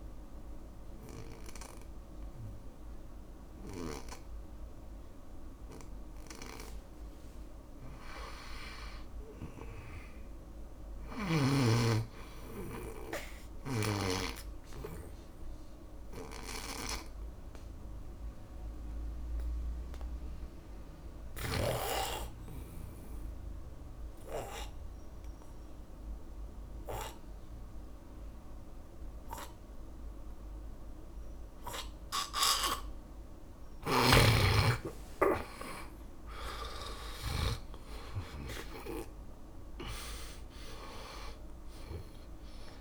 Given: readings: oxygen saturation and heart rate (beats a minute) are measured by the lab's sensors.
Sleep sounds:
breathing in sleep by a room microphone; 1
15.50-34.00 s: obstructive apnea (oxygen 100% before, 82% lowest, heart rate 70 before, 55 extreme, up 20 after)
24.50-42.81 s: oxygen desaturation (device-marked, oxygen 98% before, 83% lowest, heart rate 67 before, 55 extreme)
34.50-38.00 s: snoring (device-marked)
35.00-40.00 s: arousal
From the record:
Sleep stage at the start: N2 (light sleep); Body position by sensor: on the back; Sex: male

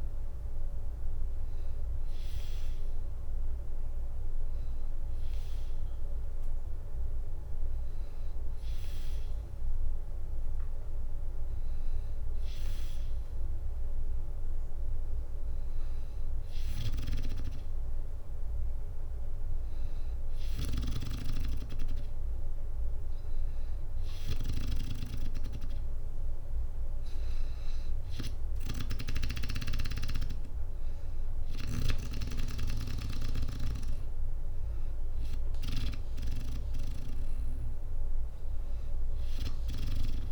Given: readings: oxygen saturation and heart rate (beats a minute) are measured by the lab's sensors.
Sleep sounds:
breathing in sleep by a room microphone; none
19.50-28.50 s: snoring (device-marked)
28.00-40.32 s: drop in pulse transit time (device-marked, heart rate 63 before, 62 extreme)
From the record:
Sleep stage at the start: N2 (light sleep); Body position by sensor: on the back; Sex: female

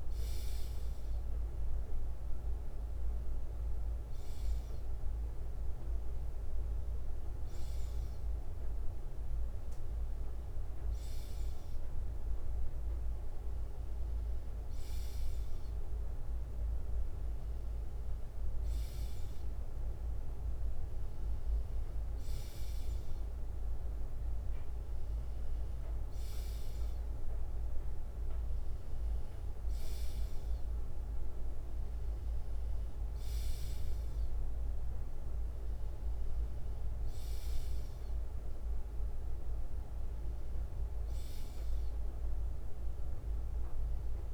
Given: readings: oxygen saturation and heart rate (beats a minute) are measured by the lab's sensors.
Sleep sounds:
breathing in sleep, hard to hear, by a room microphone; none
7.00-12.00 s: bradycardia (device-marked, heart rate 61 before, 59 extreme)
From the record:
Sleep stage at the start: N2 (light sleep); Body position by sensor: on the left side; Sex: male

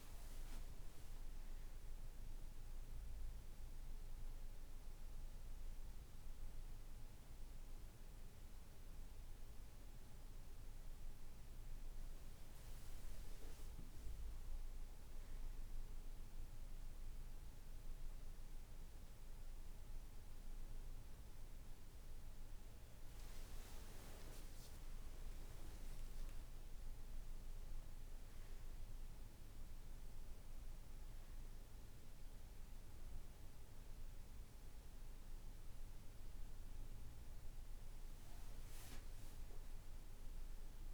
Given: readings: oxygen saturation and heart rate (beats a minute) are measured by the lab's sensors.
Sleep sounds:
breathing in sleep, hard to hear, by a room microphone; 1
2.00-14.00 s: hypopnea (oxygen 96% before, 94% lowest, heart rate 67 before, 63 extreme, up 8 after)
16.00-20.00 s: arousal
20.50-40.94 s: new sleep stage, N2 (light sleep)
From the record:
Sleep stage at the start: N1 (lightest sleep); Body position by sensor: on the back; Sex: male

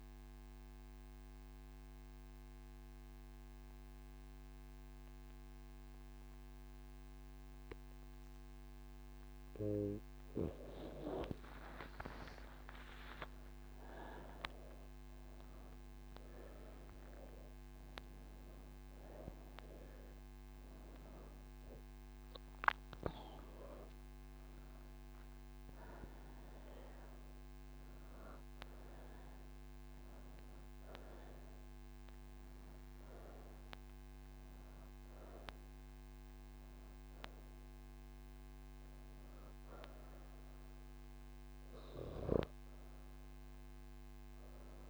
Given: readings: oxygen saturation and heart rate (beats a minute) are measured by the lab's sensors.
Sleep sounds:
breathing in sleep by a microphone on the trachea; none
12.00-39.00 s: oxygen desaturation (device-marked, oxygen 98% before, 91% lowest)
From the record:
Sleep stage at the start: N1 (lightest sleep); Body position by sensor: on the right side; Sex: female

